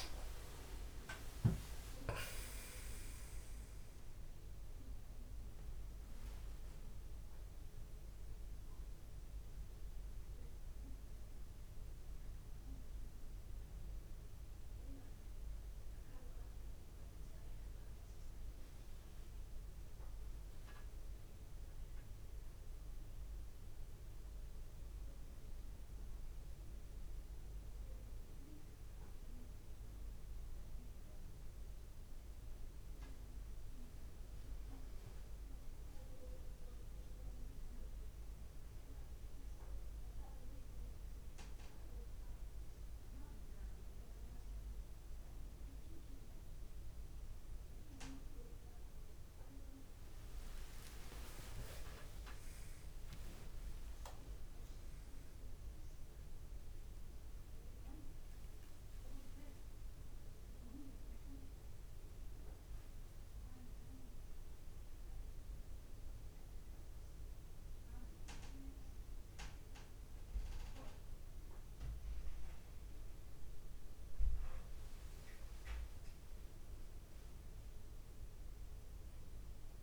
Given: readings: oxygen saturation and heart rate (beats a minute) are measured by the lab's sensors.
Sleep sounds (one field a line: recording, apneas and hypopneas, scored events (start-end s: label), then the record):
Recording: breathing in sleep by a room microphone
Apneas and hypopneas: 1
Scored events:
0.00-2.00 s: arousal
18.00-21.00 s: arousal
24.50-35.00 s: central apnea (oxygen 98% before, 94% lowest)
38.50-42.00 s: arousal
43.50-59.50 s: oxygen desaturation (device-marked, oxygen 98% before, 94% lowest)
From the record:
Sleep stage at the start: N1 (lightest sleep)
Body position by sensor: on the back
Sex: male